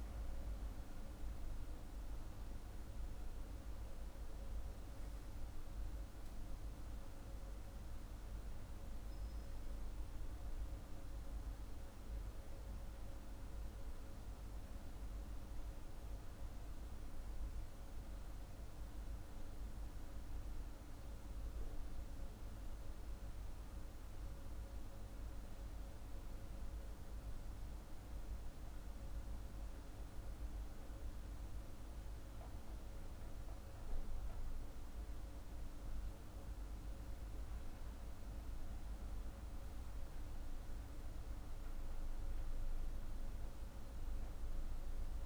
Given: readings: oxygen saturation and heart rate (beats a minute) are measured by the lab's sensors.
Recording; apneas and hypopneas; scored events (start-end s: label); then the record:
breathing in sleep, hard to hear, by a room microphone; none
none scored
From the record:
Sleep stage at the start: N2 (light sleep); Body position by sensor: on the back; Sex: male